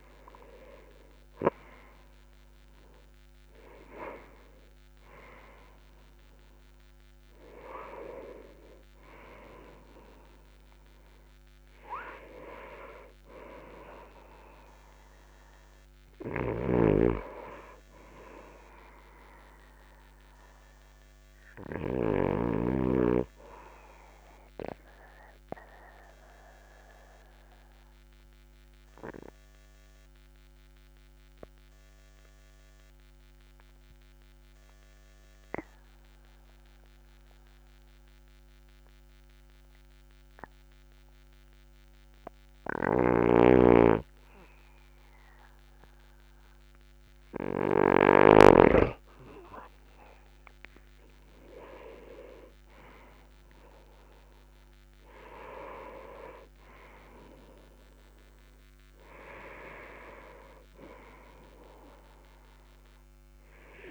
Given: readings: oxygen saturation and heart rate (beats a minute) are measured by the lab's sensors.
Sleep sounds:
breathing in sleep by a microphone on the trachea; 1
0.00-1.00 s: arousal
17.00-23.50 s: snoring (device-marked)
25.00-42.00 s: oxygen desaturation (device-marked, oxygen 97% before, 94% lowest, heart rate 47 before, 39 extreme)
25.50-48.00 s: obstructive apnea (oxygen 98% before, 94% lowest, heart rate 47 before, 39 extreme, up 10 after)
50.00-55.00 s: arousal
From the record:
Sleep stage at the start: N2 (light sleep); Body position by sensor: on the back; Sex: male

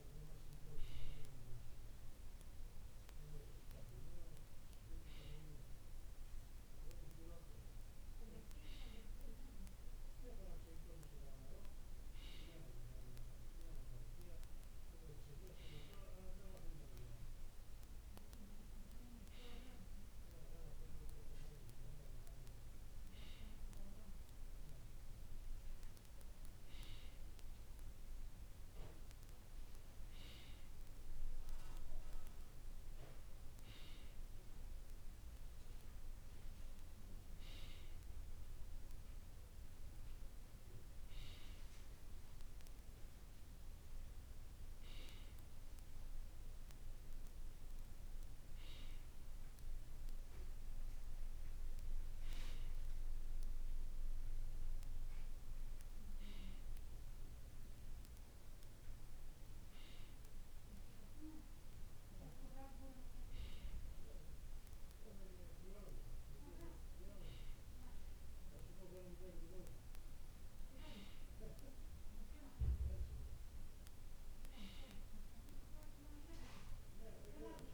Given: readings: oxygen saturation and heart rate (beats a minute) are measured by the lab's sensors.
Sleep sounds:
breathing in sleep by a room microphone; none
none scored
From the record:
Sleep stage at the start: N2 (light sleep); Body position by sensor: on the right side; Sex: male

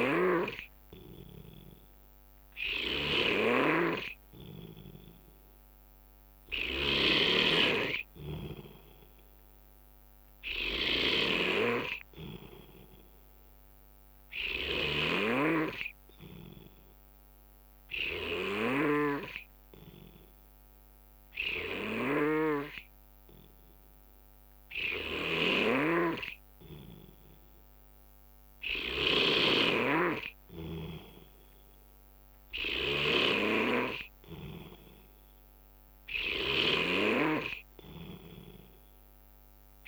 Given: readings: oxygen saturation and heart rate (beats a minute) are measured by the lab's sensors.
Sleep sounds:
breathing in sleep by a microphone on the trachea; 1
0.00-39.88 s: snoring (device-marked)
16.00-27.00 s: hypopnea (oxygen 95% before, 91% lowest, heart rate 69 before, 69 extreme, up 2 after)
30.00-34.50 s: arousal
From the record:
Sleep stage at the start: N3 (deep sleep); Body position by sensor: on the right side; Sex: male

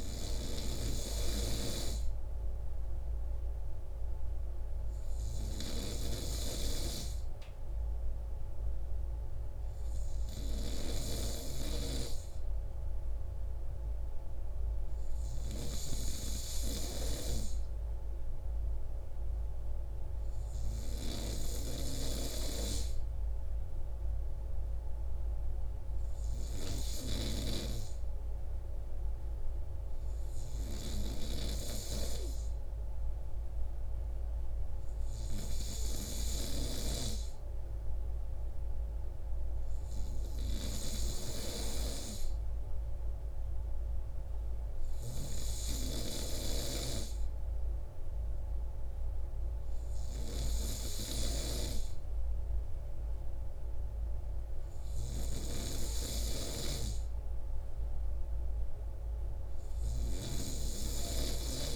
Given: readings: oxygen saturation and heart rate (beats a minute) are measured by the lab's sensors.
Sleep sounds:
breathing in sleep by a room microphone; none
none scored
From the record:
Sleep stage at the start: N3 (deep sleep); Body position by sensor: on the right side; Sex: male

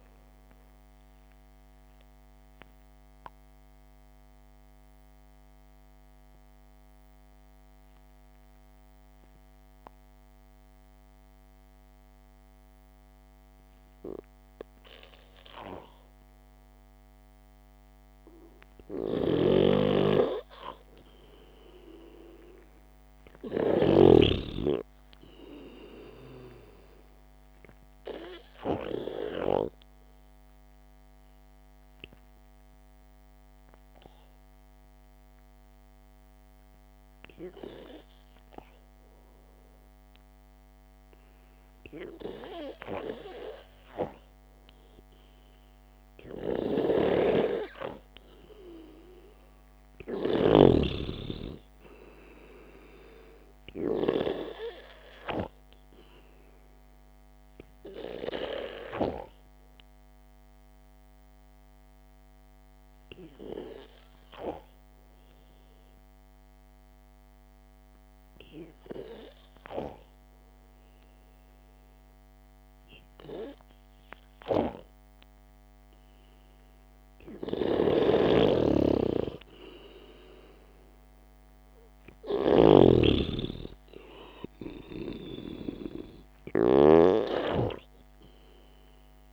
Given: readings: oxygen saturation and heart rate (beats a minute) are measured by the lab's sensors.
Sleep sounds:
breathing in sleep by a microphone on the trachea; 3
0.00-1.00 s: oxygen desaturation (device-marked, oxygen 93% lowest, heart rate 54 extreme)
2.50-18.50 s: mixed apnea (oxygen 97% before, 90% lowest, heart rate 60 before, 53 extreme, up 0 after)
13.00-23.00 s: oxygen desaturation (device-marked, oxygen 94% before, 90% lowest, heart rate 63 before, 53 extreme)
19.50-24.50 s: snoring (device-marked)
24.50-28.50 s: arousal
29.00-42.00 s: oxygen desaturation (device-marked, oxygen 98% before, 93% lowest, heart rate 61 before, 54 extreme)
33.50-45.50 s: hypopnea (oxygen 98% before, 90% lowest, heart rate 60 before, 54 extreme, up 0 after)
44.00-54.00 s: oxygen desaturation (device-marked, oxygen 94% before, 90% lowest, heart rate 60 before, 54 extreme)
47.00-51.50 s: snoring (device-marked)
52.00-55.50 s: arousal
58.50-77.00 s: hypopnea (oxygen 95% before, 92% lowest, heart rate 59 before, 53 extreme, up 1 after)
78.00-87.50 s: snoring (device-marked)
79.00-83.50 s: arousal
From the record:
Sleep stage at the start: N2 (light sleep); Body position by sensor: on the back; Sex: male

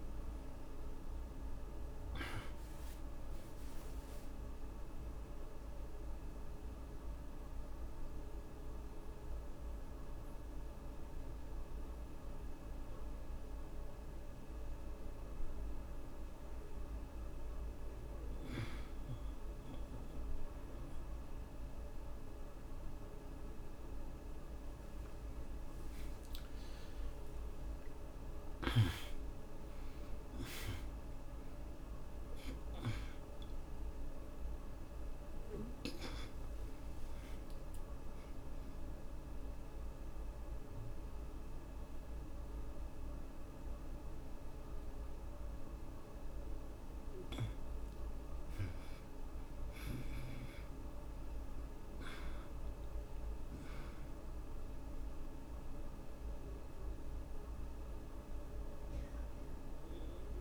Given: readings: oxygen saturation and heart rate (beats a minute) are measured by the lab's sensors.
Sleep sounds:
breathing in sleep, hard to hear, by a room microphone; 2
0.00-8.00 s: oxygen desaturation (device-marked, oxygen 85% lowest, heart rate 59 extreme)
5.50-23.50 s: mixed apnea (oxygen 91% before, 78% lowest, heart rate 77 before, 57 extreme)
25.00-29.50 s: arousal
31.00-48.00 s: oxygen desaturation (device-marked, oxygen 96% before, 78% lowest, heart rate 97 before, 54 extreme)
38.00-50.00 s: hypopnea (oxygen 96% before, 75% lowest, heart rate 94 before, 54 extreme)
53.00-60.41 s: oxygen desaturation (device-marked, oxygen 94% before, 86% lowest, heart rate 74 before, 55 extreme)
From the record:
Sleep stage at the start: N2 (light sleep); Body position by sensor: on the back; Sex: male

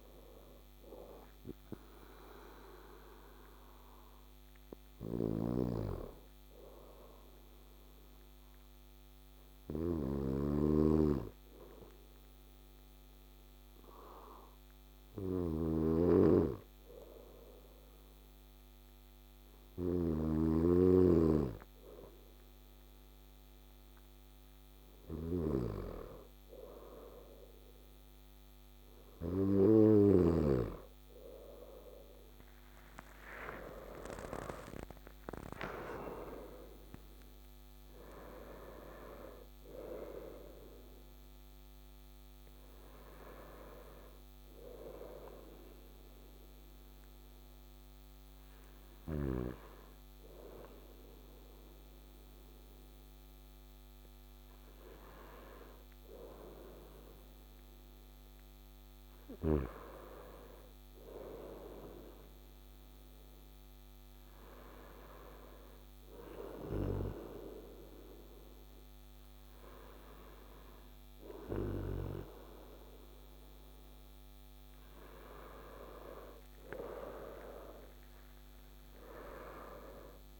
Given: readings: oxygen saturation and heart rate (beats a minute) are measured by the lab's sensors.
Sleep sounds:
breathing in sleep by a microphone on the trachea; 1
5.00-30.00 s: snoring (device-marked)
8.50-26.00 s: hypopnea (oxygen 100% before, 97% lowest, heart rate 72 before, 57 extreme, up 6 after)
31.00-36.50 s: arousal
76.00-79.50 s: arousal
From the record:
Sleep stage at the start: N2 (light sleep); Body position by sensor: on the back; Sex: male

